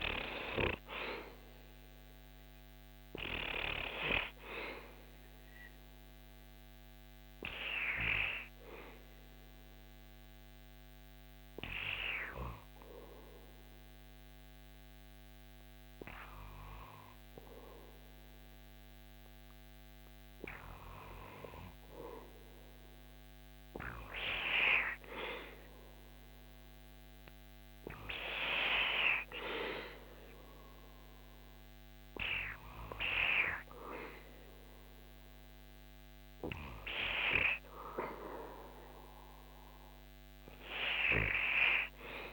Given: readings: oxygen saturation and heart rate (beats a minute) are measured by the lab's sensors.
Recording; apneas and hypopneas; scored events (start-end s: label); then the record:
breathing in sleep by a microphone on the trachea; 1
4.00-20.00 s: hypopnea (oxygen 98% before, 96% lowest, heart rate 78 before, 65 extreme, up 7 after)
26.00-30.50 s: arousal
From the record:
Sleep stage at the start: N2 (light sleep); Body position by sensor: on the back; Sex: male